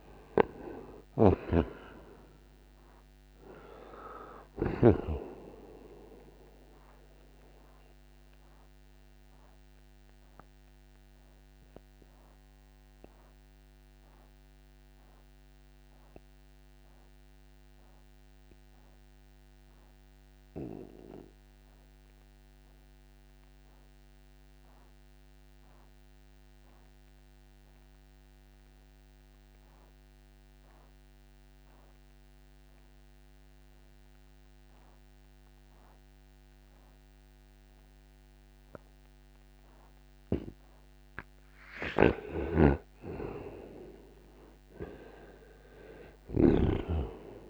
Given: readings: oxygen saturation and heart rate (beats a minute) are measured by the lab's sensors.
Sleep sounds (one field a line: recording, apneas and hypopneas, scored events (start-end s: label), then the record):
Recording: breathing in sleep by a microphone on the trachea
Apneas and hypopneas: 1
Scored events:
0.00-5.00 s: snoring (device-marked)
0.00-27.50 s: oxygen desaturation (device-marked, oxygen 74% lowest, heart rate 59 extreme)
8.50-40.50 s: mixed apnea (oxygen 91% before, 74% lowest, heart rate 95 before, 59 extreme, up 17 after)
42.00-46.50 s: snoring (device-marked)
42.00-47.50 s: arousal
42.50-47.50 s: oxygen desaturation (device-marked, oxygen 99% before, 81% lowest, heart rate 61 before, 61 extreme)
From the record:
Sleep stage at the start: N2 (light sleep)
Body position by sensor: on the right side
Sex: male